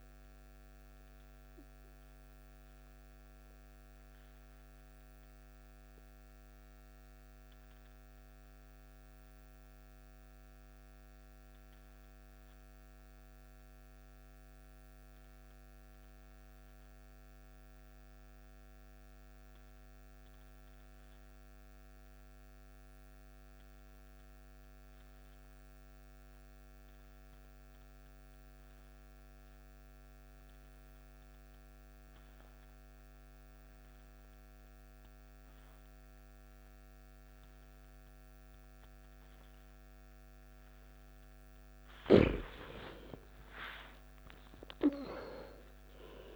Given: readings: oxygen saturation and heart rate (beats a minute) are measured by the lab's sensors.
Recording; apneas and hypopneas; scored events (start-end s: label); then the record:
breathing in sleep by a microphone on the trachea; 1
0.00-12.00 s: oxygen desaturation (device-marked, oxygen 86% lowest, heart rate 55 extreme)
5.00-41.50 s: mixed apnea (oxygen 97% before, 83% lowest, heart rate 68 before, 55 extreme, up 16 after)
28.00-46.36 s: oxygen desaturation (device-marked, oxygen 97% before, 83% lowest, heart rate 56 before, 55 extreme)
43.00-46.36 s: arousal
From the record:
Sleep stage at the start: N2 (light sleep); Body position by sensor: on the back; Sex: male